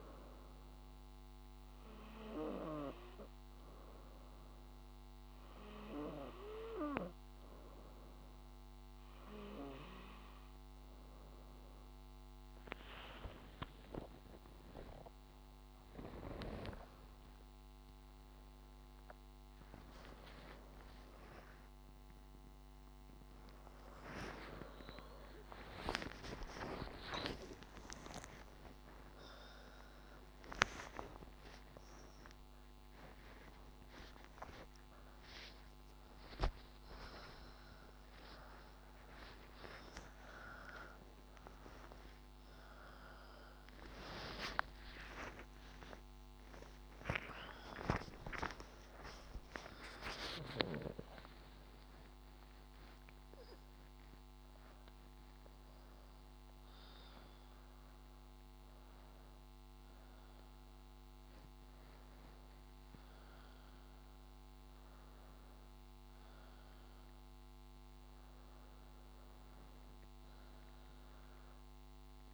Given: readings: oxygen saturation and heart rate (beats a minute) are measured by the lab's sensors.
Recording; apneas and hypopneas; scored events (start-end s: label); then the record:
a person awake in a sleep study, by a microphone on the trachea; none
13.00-72.34 s: new sleep stage, awake
27.00-29.00 s: long interval between heartbeats (device-marked, heart rate 70 before, 82 extreme)
31.50-33.50 s: long interval between heartbeats (device-marked, heart rate 74 before, 99 extreme)
33.50-35.50 s: long interval between heartbeats (device-marked, heart rate 77 before, 116 extreme)
37.50-39.50 s: long interval between heartbeats (device-marked, heart rate 89 before, 143 extreme)
48.50-50.50 s: long interval between heartbeats (device-marked, heart rate 112 before, 98 extreme)
From the record:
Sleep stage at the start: N2 (light sleep); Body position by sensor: on the back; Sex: female